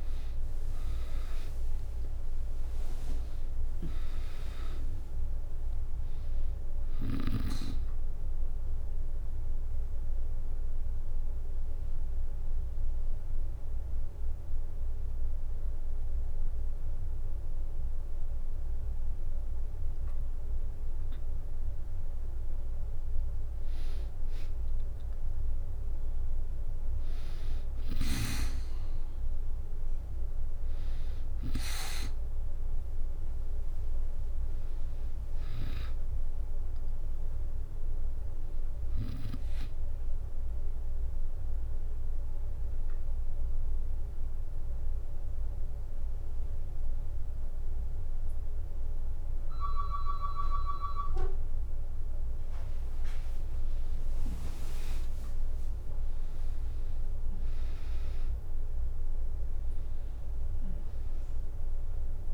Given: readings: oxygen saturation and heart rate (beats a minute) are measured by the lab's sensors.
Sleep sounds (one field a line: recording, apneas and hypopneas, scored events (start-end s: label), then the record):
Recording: breathing in sleep by a room microphone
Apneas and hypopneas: 2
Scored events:
0.50-5.00 s: arousal
0.50-12.50 s: drop in pulse transit time (device-marked, heart rate 68 before, 68 extreme)
4.50-6.50 s: long interval between heartbeats (device-marked, heart rate 69 before, 85 extreme)
12.50-23.00 s: hypopnea (oxygen 98% before, 92% lowest, heart rate 73 before, 62 extreme, up 6 after)
24.00-27.00 s: arousal
29.50-47.50 s: oxygen desaturation (device-marked, oxygen 98% before, 92% lowest, heart rate 67 before, 61 extreme)
41.50-51.50 s: hypopnea (oxygen 98% before, 91% lowest, heart rate 69 before, 61 extreme, up 9 after)
55.50-62.34 s: drop in pulse transit time (device-marked, heart rate 65 before, 65 extreme)
59.50-62.34 s: arousal
59.50-62.34 s: oxygen desaturation (device-marked, oxygen 97% before, 93% lowest, heart rate 65 before, 64 extreme)
From the record:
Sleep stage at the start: N2 (light sleep)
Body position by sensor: on the back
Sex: female